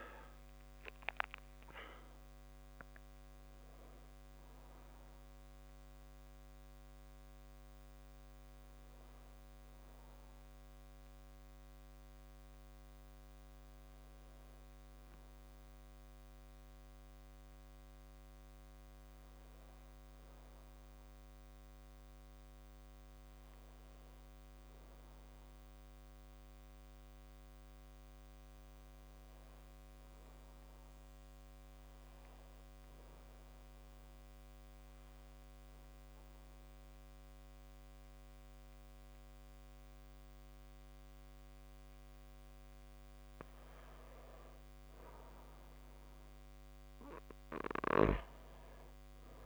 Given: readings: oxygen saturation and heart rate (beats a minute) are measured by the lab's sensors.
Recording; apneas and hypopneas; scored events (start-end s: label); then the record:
breathing in sleep by a microphone on the trachea; 1
1.00-22.00 s: oxygen desaturation (device-marked, oxygen 95% before, 92% lowest)
15.00-43.00 s: obstructive apnea (oxygen 95% before, 93% lowest)
45.50-49.46 s: arousal
From the record:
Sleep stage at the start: N2 (light sleep); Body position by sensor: on the back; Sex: male